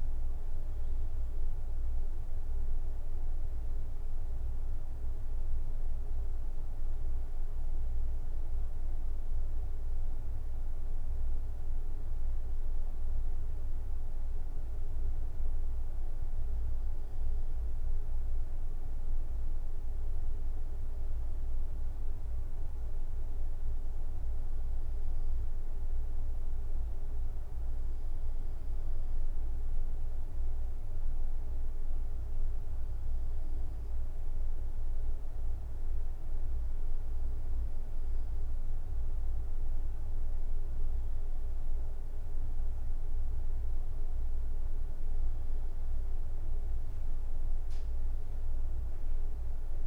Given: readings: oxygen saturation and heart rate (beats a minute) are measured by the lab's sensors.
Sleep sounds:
breathing in sleep, hard to hear, by a room microphone; 1
20.50-24.00 s: arousal
26.50-37.50 s: obstructive apnea (oxygen 95% before, 93% lowest, heart rate 71 before, 71 extreme, up 2 after)
39.50-42.50 s: arousal
From the record:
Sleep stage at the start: N2 (light sleep); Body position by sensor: on the right side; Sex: male

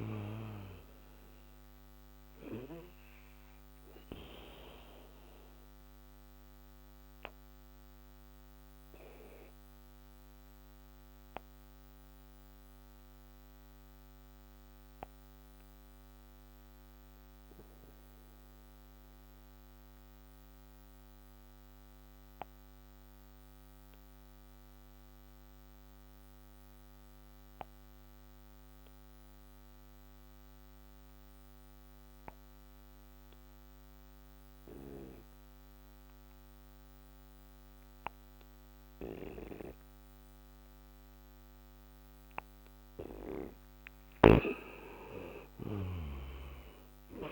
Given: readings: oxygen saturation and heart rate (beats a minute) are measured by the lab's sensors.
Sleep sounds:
breathing in sleep by a microphone on the trachea; 1
0.00-26.50 s: oxygen desaturation (device-marked, oxygen 84% lowest, heart rate 32 extreme)
3.00-43.00 s: obstructive apnea (oxygen 98% before, 84% lowest, heart rate 58 before, 37 extreme, up 13 after)
40.50-47.32 s: oxygen desaturation (device-marked, oxygen 99% before, 86% lowest, heart rate 63 before, 37 extreme)
44.50-47.32 s: arousal
From the record:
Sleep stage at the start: N2 (light sleep); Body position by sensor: on the back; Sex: male

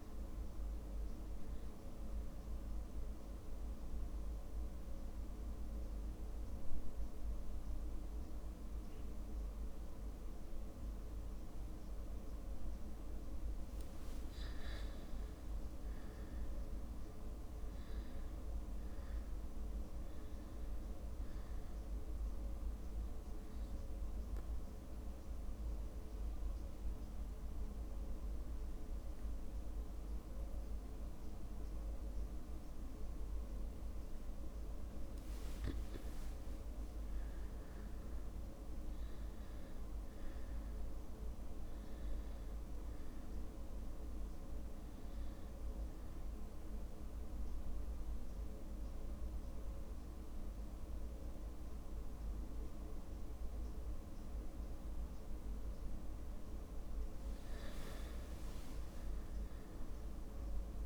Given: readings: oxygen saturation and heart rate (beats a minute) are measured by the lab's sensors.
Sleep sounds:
breathing in sleep, hard to hear, by a room microphone; 3
2.50-13.50 s: mixed apnea (oxygen 99% before, 96% lowest)
14.50-18.50 s: arousal
22.50-35.00 s: obstructive apnea (oxygen 99% before, 96% lowest)
36.50-39.50 s: arousal
46.00-56.00 s: central apnea (oxygen 98% before, 96% lowest)
59.00-60.86 s: arousal
From the record:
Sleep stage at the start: N2 (light sleep); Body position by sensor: on the back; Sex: male

